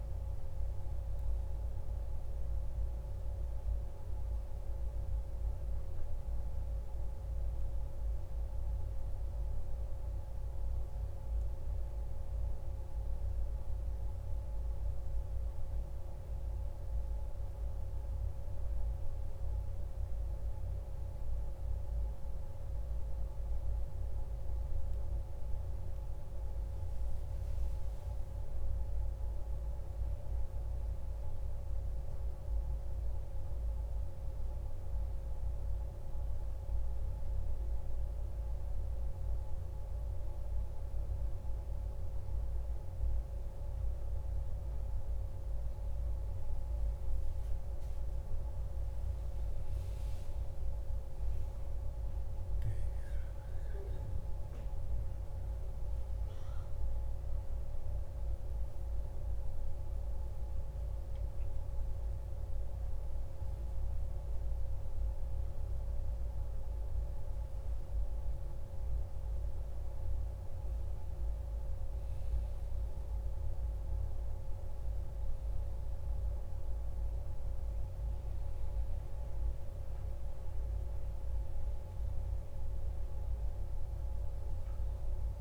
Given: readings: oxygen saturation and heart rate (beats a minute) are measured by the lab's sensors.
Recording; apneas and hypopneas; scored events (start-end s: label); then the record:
breathing in sleep, hard to hear, by a room microphone; none
none scored
From the record:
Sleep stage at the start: N1 (lightest sleep); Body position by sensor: on the back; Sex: male